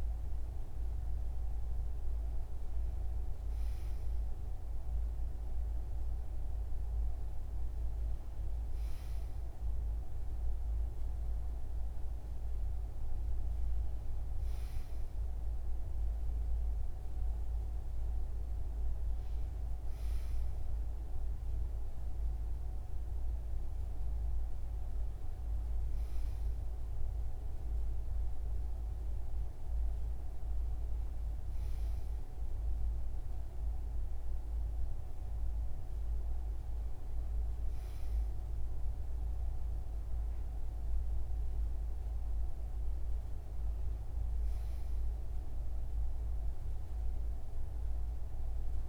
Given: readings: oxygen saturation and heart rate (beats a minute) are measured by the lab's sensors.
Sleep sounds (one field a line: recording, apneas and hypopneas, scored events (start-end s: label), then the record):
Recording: breathing in sleep, hard to hear, by a room microphone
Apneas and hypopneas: none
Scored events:
none scored
From the record:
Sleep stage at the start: N2 (light sleep)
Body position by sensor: on the right side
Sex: male